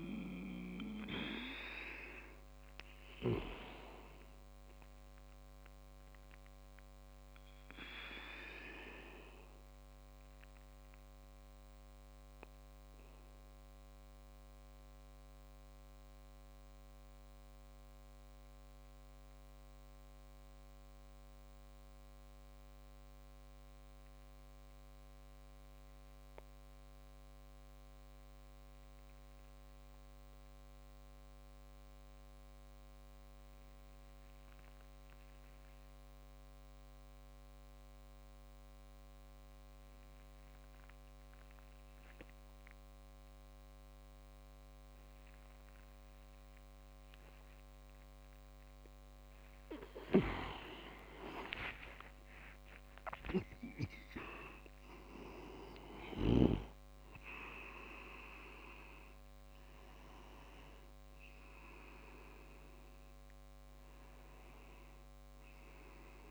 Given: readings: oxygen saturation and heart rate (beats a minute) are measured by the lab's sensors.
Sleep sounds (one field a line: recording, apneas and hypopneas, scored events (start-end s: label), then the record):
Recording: breathing in sleep by a microphone on the trachea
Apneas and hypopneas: 1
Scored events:
7.50-49.50 s: mixed apnea (oxygen 98% before, 93% lowest)
39.50-66.31 s: oxygen desaturation (device-marked, oxygen 99% before, 93% lowest)
50.00-56.50 s: snoring (device-marked)
51.00-53.00 s: leg movement (device-marked)
51.00-55.50 s: arousal
From the record:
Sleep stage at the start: N2 (light sleep)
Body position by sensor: on the back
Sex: male